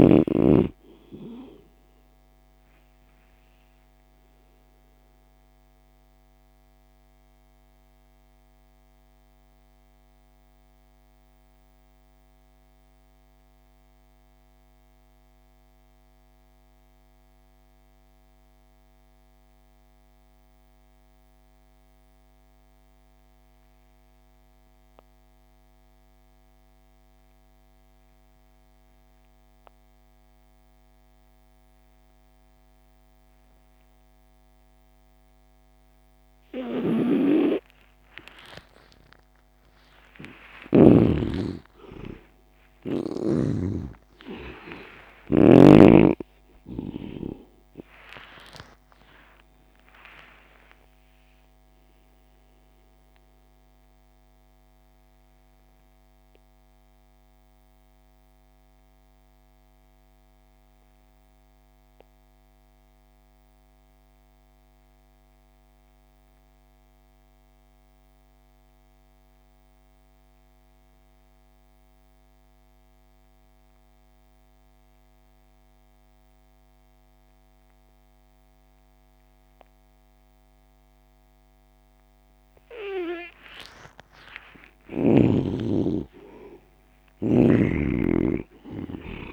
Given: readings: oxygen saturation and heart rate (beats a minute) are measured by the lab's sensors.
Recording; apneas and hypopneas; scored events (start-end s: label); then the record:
breathing in sleep by a microphone on the trachea; 2
0.00-19.00 s: oxygen desaturation (device-marked, oxygen 75% lowest)
4.00-37.00 s: mixed apnea (oxygen 97% before, 74% lowest)
32.00-65.00 s: oxygen desaturation (device-marked, oxygen 98% before, 74% lowest)
36.00-40.50 s: snoring (device-marked)
38.50-45.00 s: arousal
50.00-84.50 s: obstructive apnea (oxygen 98% before, 71% lowest)
77.00-89.33 s: oxygen desaturation (device-marked, oxygen 97% before, 71% lowest)
85.00-89.33 s: arousal
From the record:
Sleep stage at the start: N2 (light sleep); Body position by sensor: on the back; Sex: male